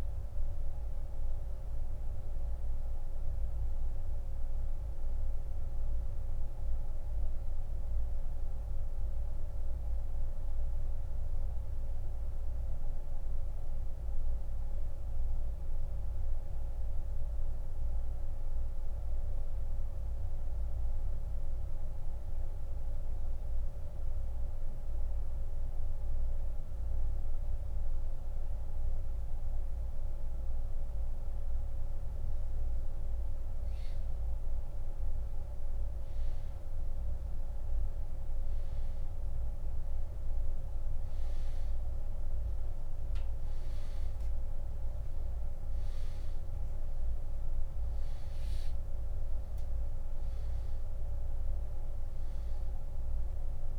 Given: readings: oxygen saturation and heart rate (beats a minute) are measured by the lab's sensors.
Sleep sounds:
breathing in sleep, hard to hear, by a room microphone; 1
0.00-24.50 s: oxygen desaturation (device-marked, oxygen 91% lowest)
4.00-7.50 s: arousal
10.50-32.50 s: central apnea (oxygen 96% before, 88% lowest)
35.50-38.50 s: arousal
From the record:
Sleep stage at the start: N2 (light sleep); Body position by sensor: on the back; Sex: male

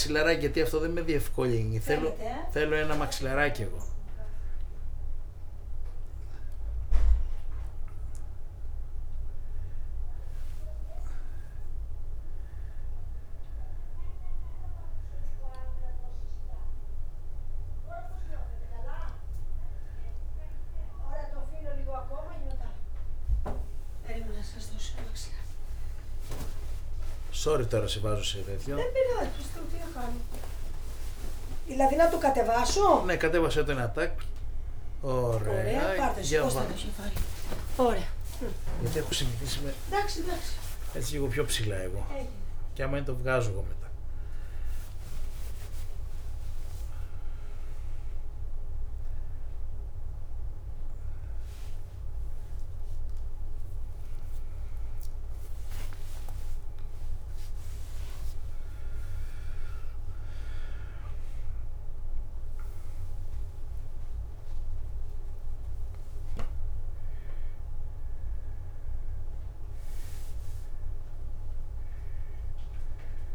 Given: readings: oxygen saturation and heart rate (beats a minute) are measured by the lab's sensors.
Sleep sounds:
a person awake in a sleep study, by a room microphone; none
27.00-33.00 s: snoring (device-marked)
35.00-39.00 s: snoring (device-marked)
From the record:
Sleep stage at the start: awake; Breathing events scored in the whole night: 235 in 4.4 hours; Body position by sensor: on the back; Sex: male

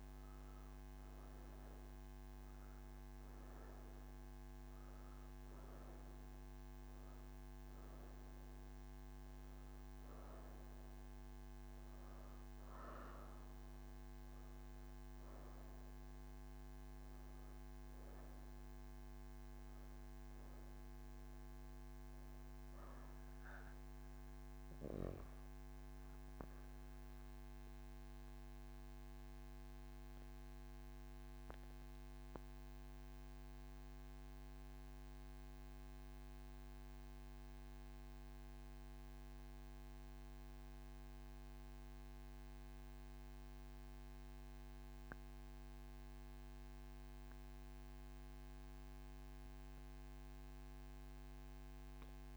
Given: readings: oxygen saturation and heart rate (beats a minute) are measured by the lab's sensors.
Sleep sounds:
breathing in sleep, hard to hear, by a microphone on the trachea; none
0.00-24.50 s: oxygen desaturation (device-marked, oxygen 90% lowest, heart rate 149 extreme)
From the record:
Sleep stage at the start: N2 (light sleep); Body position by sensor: on the right side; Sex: female

